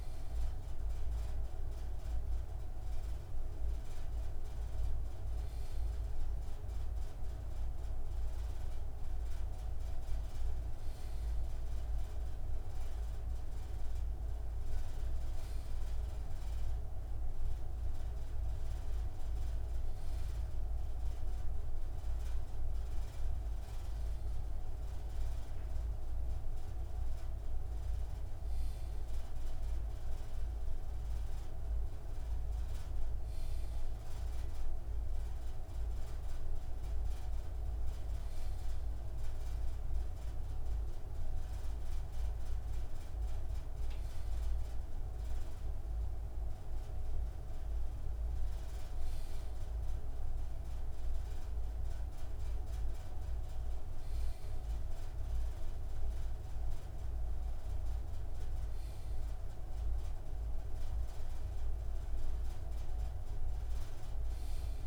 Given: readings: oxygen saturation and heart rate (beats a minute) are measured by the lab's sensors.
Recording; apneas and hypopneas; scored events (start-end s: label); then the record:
breathing in sleep, hard to hear, by a room microphone; none
none scored
From the record:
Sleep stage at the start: N2 (light sleep); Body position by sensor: on the left side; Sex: male